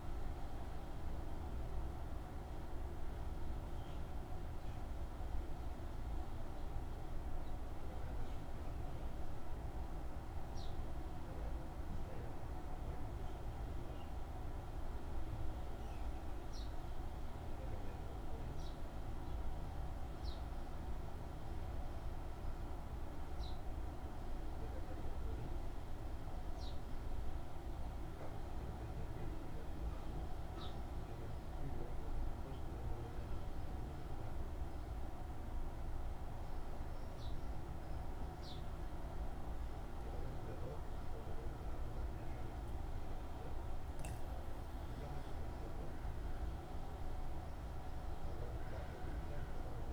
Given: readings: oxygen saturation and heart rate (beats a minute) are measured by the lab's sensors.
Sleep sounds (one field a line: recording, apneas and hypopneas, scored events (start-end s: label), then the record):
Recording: breathing in sleep, hard to hear, by a room microphone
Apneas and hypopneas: 1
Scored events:
10.00-43.00 s: mixed apnea (oxygen 97% before, 93% lowest, heart rate 76 before, 73 extreme, up 1 after)
46.50-49.93 s: new sleep stage, N1 (lightest sleep)
From the record:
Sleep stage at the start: N2 (light sleep)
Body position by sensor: on the back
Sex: male